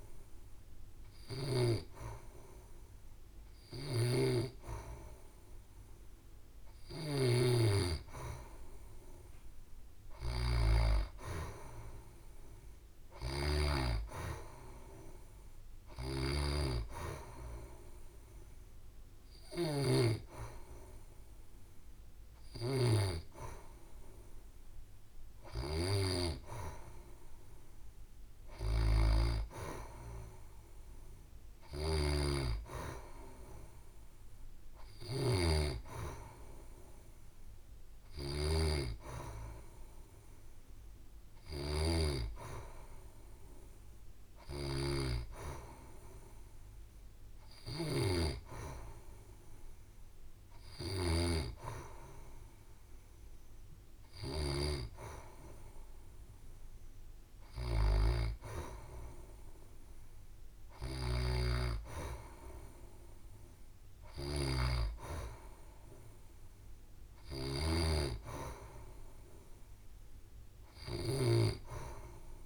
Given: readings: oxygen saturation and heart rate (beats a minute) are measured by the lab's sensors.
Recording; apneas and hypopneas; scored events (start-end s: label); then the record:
breathing in sleep by a room microphone; none
none scored
From the record:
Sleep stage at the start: N2 (light sleep); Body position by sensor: on the back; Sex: female